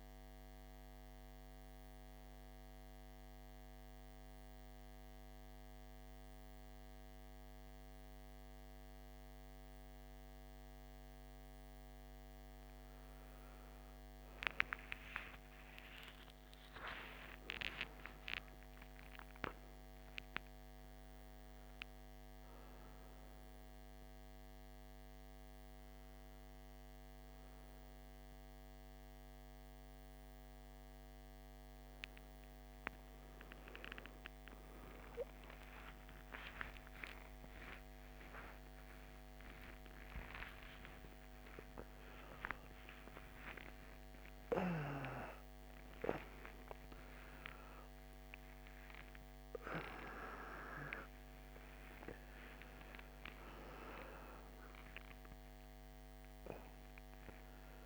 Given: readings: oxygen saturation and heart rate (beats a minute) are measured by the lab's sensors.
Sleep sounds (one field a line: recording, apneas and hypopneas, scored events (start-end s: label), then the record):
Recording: a person awake in a sleep study, by a microphone on the trachea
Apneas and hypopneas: 1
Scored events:
3.00-13.50 s: central apnea (oxygen 99% before, 90% lowest, heart rate 60 before, 60 extreme, up 13 after)
3.00-38.00 s: oxygen desaturation (device-marked, oxygen 98% before, 90% lowest, heart rate 60 before, 60 extreme)
25.00-57.85 s: new sleep stage, awake
49.00-55.00 s: oxygen desaturation (device-marked, oxygen 97% before, 94% lowest, heart rate 103 before, 61 extreme)
From the record:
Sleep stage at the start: N1 (lightest sleep)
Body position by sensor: on the back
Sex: male